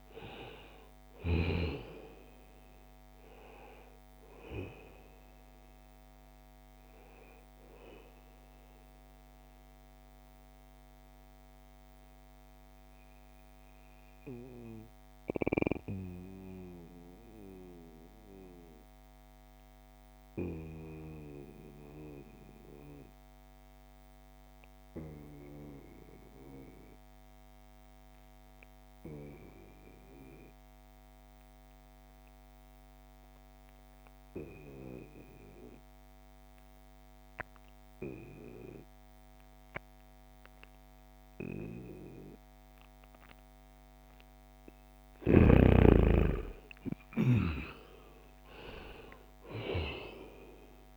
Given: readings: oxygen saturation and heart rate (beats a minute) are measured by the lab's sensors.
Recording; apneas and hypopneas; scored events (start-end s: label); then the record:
breathing in sleep by a microphone on the trachea; 1
0.00-16.50 s: oxygen desaturation (device-marked, oxygen 86% lowest, heart rate 63 extreme)
8.00-43.00 s: mixed apnea (oxygen 96% before, 86% lowest, heart rate 70 before, 63 extreme, up 12 after)
33.50-50.97 s: oxygen desaturation (device-marked, oxygen 97% before, 86% lowest, heart rate 66 before, 62 extreme)
44.50-48.50 s: arousal
From the record:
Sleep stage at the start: N2 (light sleep); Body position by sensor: on the back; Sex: male